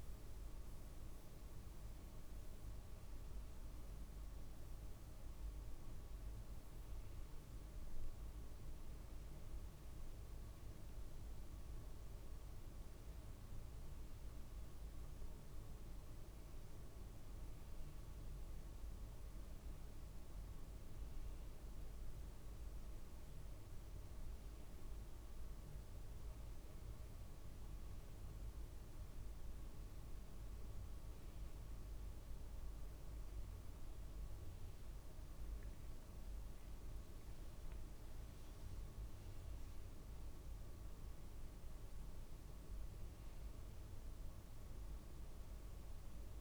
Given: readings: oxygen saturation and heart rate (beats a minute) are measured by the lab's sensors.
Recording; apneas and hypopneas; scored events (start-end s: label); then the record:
a person awake in a sleep study, hard to hear, by a room microphone; none
none scored
From the record:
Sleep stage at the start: awake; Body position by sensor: on the back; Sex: male